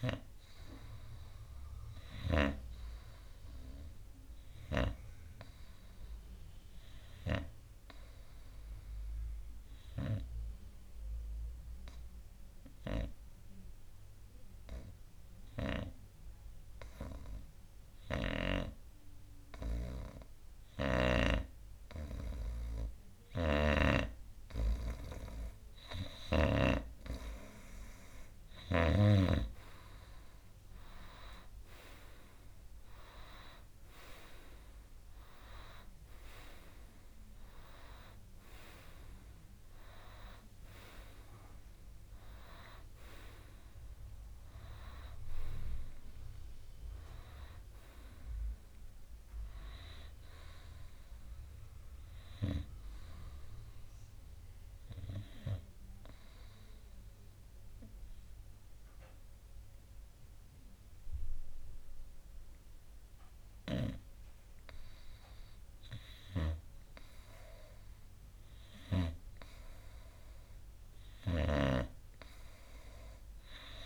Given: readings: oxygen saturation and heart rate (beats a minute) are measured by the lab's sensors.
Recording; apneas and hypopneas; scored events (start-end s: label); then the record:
breathing in sleep by a room microphone; 2
6.50-20.50 s: obstructive apnea (oxygen 95% before, 92% lowest, heart rate 66 before, 60 extreme, up 4 after)
23.50-27.00 s: snoring (device-marked)
24.00-27.50 s: arousal
35.00-47.00 s: oxygen desaturation (device-marked, oxygen 96% before, 92% lowest, heart rate 63 before, 59 extreme)
55.50-67.00 s: obstructive apnea (oxygen 96% before, 92% lowest, heart rate 67 before, 59 extreme, up 6 after)
69.50-73.50 s: arousal
From the record:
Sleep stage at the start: N2 (light sleep); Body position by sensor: on the right side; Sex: male